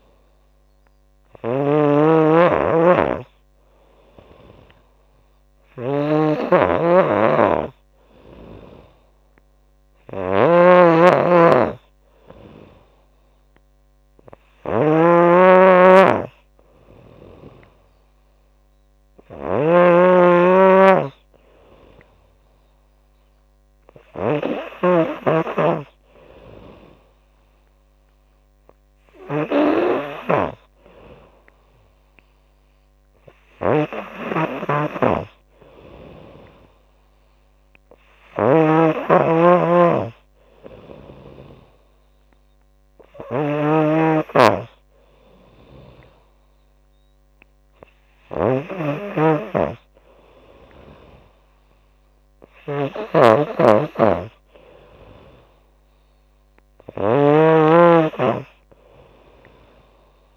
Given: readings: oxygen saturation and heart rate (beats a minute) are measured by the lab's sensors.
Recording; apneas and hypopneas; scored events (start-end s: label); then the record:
breathing in sleep by a microphone on the trachea; none
0.00-25.00 s: snoring (device-marked)
33.00-60.37 s: snoring (device-marked)
From the record:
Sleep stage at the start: N3 (deep sleep); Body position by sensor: on the back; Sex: female